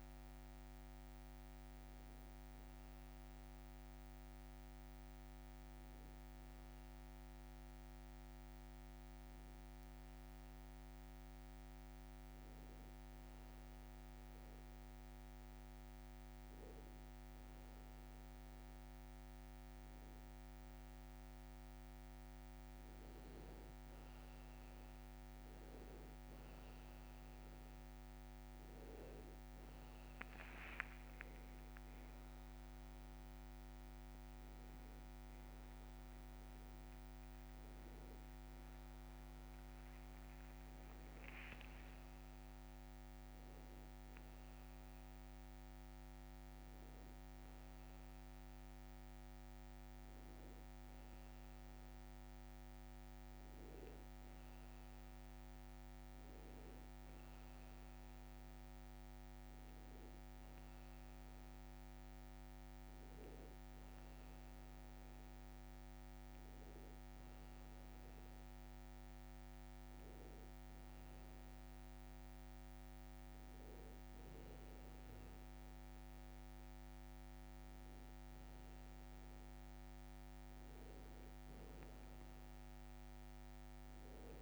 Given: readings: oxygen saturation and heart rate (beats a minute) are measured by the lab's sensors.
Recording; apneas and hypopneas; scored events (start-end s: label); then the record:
breathing in sleep, hard to hear, by a microphone on the trachea; 1
4.00-20.00 s: hypopnea (oxygen 98% before, 96% lowest, heart rate 67 before, 58 extreme, up 3 after)
22.50-26.50 s: arousal
30.00-40.00 s: tachycardia (device-marked, heart rate 78 before, 166 extreme)
32.00-34.00 s: long interval between heartbeats (device-marked, heart rate 61 before, 93 extreme)
34.50-36.50 s: long interval between heartbeats (device-marked, heart rate 65 before, 127 extreme)
37.00-39.00 s: long interval between heartbeats (device-marked, heart rate 77 before, 165 extreme)
82.00-84.42 s: new sleep stage, awake
From the record:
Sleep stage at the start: N2 (light sleep); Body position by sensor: on the back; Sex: male